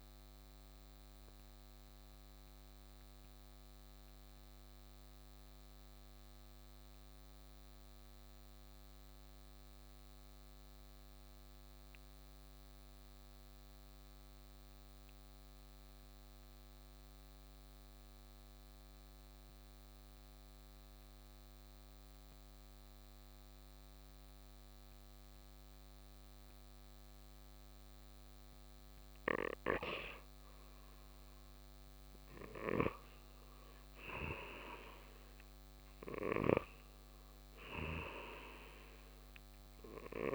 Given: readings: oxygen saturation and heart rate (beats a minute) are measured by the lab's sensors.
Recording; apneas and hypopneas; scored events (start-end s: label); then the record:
breathing in sleep by a microphone on the trachea; 1
0.00-12.00 s: oxygen desaturation (device-marked, oxygen 87% lowest, heart rate 53 extreme)
0.50-32.00 s: mixed apnea (oxygen 97% before, 87% lowest, heart rate 62 before, 53 extreme, up 5 after)
29.00-40.34 s: oxygen desaturation (device-marked, oxygen 97% before, 91% lowest, heart rate 57 before, 56 extreme)
34.50-38.50 s: arousal
From the record:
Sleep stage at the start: N2 (light sleep); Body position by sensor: on the right side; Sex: male